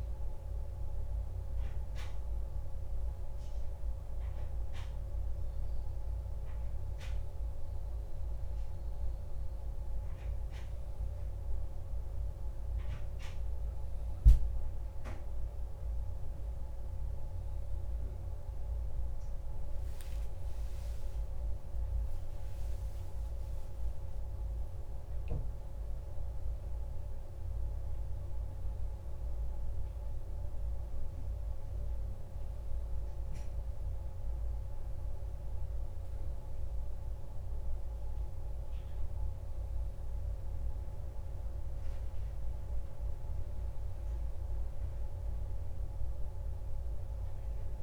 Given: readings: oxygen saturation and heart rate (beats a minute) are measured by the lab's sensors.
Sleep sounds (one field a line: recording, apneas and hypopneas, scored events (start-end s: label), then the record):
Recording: breathing in sleep, hard to hear, by a room microphone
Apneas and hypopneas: none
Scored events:
none scored
From the record:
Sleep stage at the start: N2 (light sleep)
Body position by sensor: on the back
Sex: male